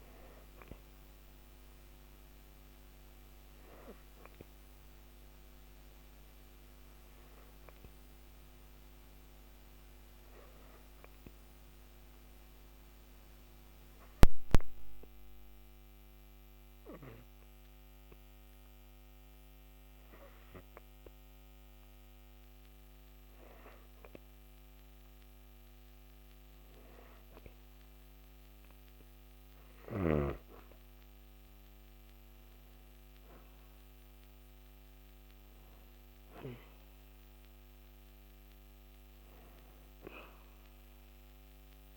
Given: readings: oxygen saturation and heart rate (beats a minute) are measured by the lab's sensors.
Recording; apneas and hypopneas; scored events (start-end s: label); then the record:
breathing in sleep by a microphone on the trachea; 1
8.00-22.00 s: obstructive apnea (oxygen 97% before, 95% lowest, heart rate 110 before, 131 extreme)
23.50-27.50 s: arousal
From the record:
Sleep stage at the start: N2 (light sleep); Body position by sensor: on the back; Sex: female